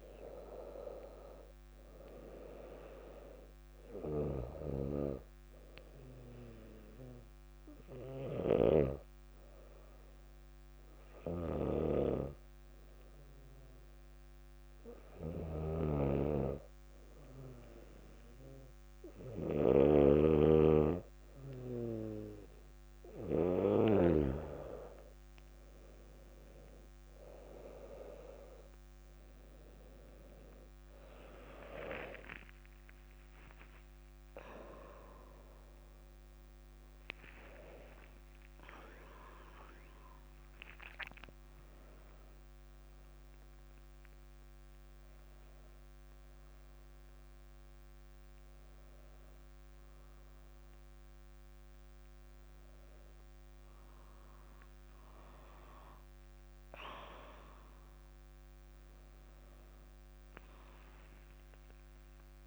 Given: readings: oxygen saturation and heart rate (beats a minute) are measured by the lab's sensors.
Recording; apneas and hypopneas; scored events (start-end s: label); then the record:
a person partly awake in a sleep study, by a microphone on the trachea; 1
0.00-3.50 s: oxygen desaturation (device-marked, oxygen 95% lowest, heart rate 57 extreme)
3.50-17.00 s: hypopnea (oxygen 99% before, 94% lowest, heart rate 59 before, 58 extreme, up 2 after)
15.00-24.00 s: snoring (device-marked)
22.50-36.50 s: oxygen desaturation (device-marked, oxygen 97% before, 94% lowest, heart rate 58 before, 61 extreme)
36.50-47.50 s: drop in pulse transit time (device-marked, heart rate 60 before, 65 extreme)
42.50-62.47 s: new sleep stage, awake
From the record:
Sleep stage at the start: N2 (light sleep); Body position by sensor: on the back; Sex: female